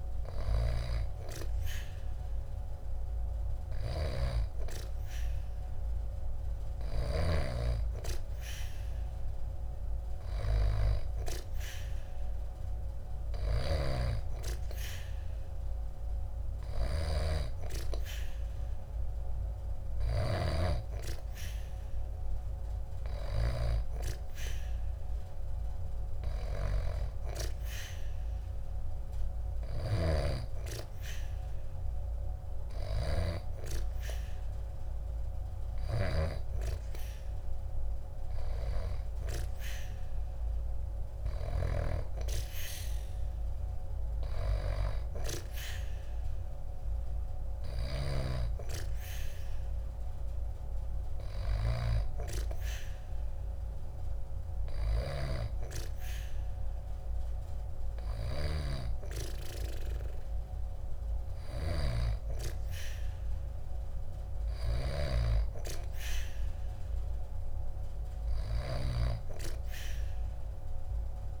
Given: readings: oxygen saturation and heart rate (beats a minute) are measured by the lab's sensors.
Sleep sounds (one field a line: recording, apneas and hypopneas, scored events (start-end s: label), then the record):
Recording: breathing in sleep by a room microphone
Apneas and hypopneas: none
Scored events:
none scored
From the record:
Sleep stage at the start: N2 (light sleep)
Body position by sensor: on the back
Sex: female